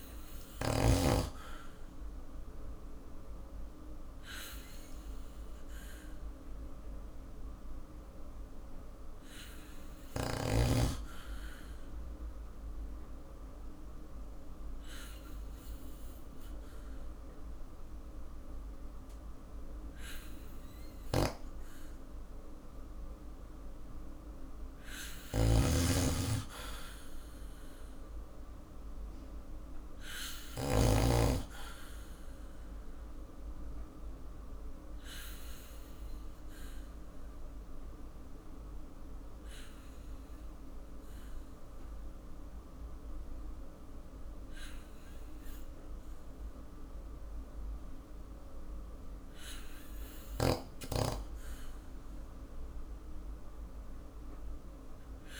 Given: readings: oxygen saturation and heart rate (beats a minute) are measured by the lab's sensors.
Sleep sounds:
breathing in sleep by a room microphone; 2
10.50-23.50 s: obstructive apnea (oxygen 100% before, 94% lowest, heart rate 54 before, 52 extreme, up 4 after)
25.00-30.50 s: snoring (device-marked)
26.00-29.50 s: arousal
32.00-49.00 s: obstructive apnea (oxygen 100% before, 93% lowest, heart rate 55 before, 52 extreme, up 2 after)
32.00-53.00 s: oxygen desaturation (device-marked, oxygen 99% before, 95% lowest, heart rate 55 before, 51 extreme)
50.00-55.39 s: snoring (device-marked)
From the record:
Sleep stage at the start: N2 (light sleep); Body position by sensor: on the back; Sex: male

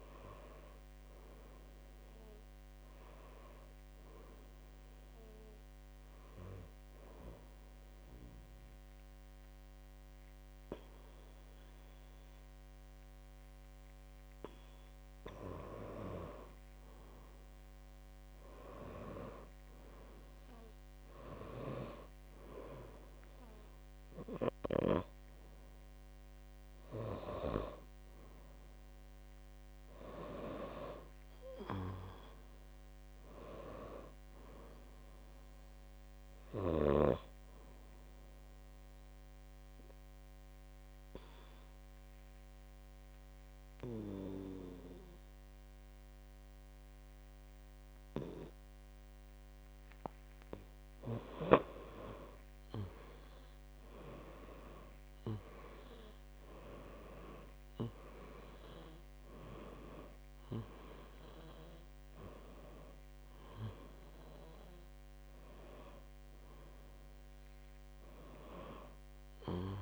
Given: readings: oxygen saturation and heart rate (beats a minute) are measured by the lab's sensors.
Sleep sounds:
a person partly awake in a sleep study, by a microphone on the trachea; 2
1.50-69.82 s: new sleep stage, N2 (light sleep)
6.50-17.00 s: obstructive apnea (oxygen 97% before, 92% lowest, heart rate 62 before, 59 extreme, up 14 after)
19.00-22.00 s: arousal
39.00-51.50 s: obstructive apnea (oxygen 96% before, 92% lowest, heart rate 65 before, 57 extreme, up 13 after)
53.00-56.50 s: arousal
57.50-69.82 s: oxygen desaturation (device-marked, oxygen 96% before, 92% lowest, heart rate 61 before, 57 extreme)
From the record:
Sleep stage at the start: awake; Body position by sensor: on the back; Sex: female

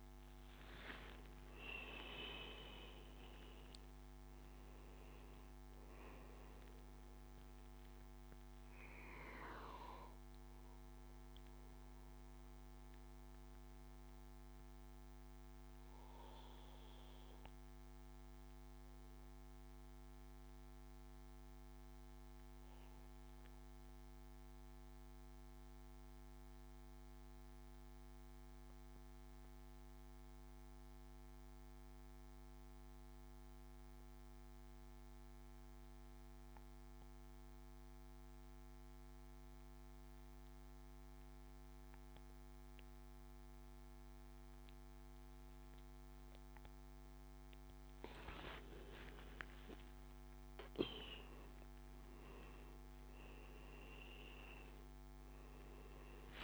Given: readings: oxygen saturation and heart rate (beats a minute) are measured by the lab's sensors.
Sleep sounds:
breathing in sleep by a microphone on the trachea; 1
0.00-19.50 s: oxygen desaturation (device-marked, oxygen 90% lowest, heart rate 58 extreme)
9.50-14.50 s: bradycardia (device-marked, heart rate 71 before, 58 extreme)
10.00-46.50 s: obstructive apnea (oxygen 98% before, 91% lowest, heart rate 76 before, 58 extreme, up 19 after)
38.50-56.44 s: oxygen desaturation (device-marked, oxygen 99% before, 92% lowest, heart rate 65 before, 58 extreme)
48.50-52.50 s: arousal
From the record:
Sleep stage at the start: N2 (light sleep); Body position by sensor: on the back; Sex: male

